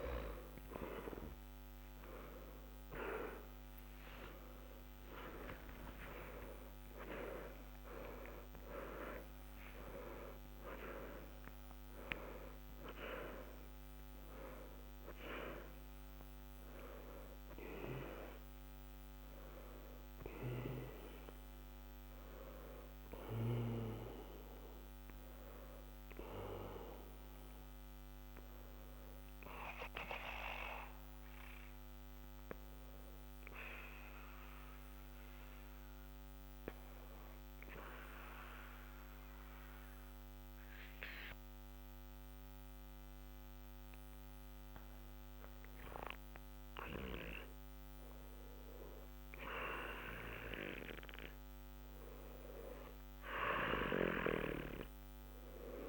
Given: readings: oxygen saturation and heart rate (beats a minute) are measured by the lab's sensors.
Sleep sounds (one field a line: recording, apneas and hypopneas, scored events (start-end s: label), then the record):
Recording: breathing in sleep by a microphone on the trachea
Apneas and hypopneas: 1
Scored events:
0.00-17.50 s: oxygen desaturation (device-marked, oxygen 82% lowest, heart rate 60 extreme)
5.00-9.50 s: arousal
22.50-39.50 s: oxygen desaturation (device-marked, oxygen 84% before, 79% lowest, heart rate 64 before, 60 extreme)
36.50-48.50 s: obstructive apnea (oxygen 91% before, 90% lowest, heart rate 63 before, 60 extreme, up 1 after)
50.00-53.50 s: arousal
From the record:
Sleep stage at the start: N2 (light sleep)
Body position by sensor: on the back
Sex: male